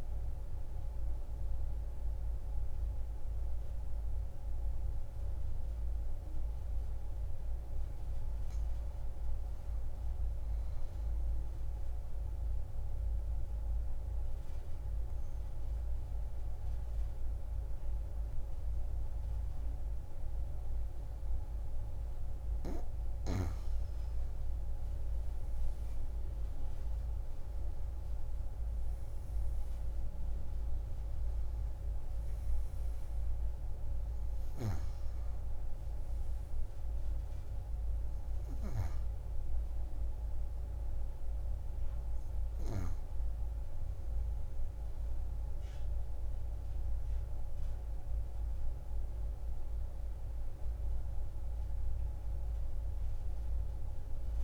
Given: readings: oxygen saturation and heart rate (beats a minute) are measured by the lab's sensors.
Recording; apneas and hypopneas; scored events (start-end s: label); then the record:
breathing in sleep, hard to hear, by a room microphone; 1
0.00-12.50 s: oxygen desaturation (device-marked, oxygen 91% lowest)
12.50-24.00 s: obstructive apnea (oxygen 96% before, 91% lowest)
26.00-30.50 s: arousal
32.50-53.50 s: oxygen desaturation (device-marked, oxygen 96% before, 91% lowest)
From the record:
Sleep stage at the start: N2 (light sleep); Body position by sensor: on the back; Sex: female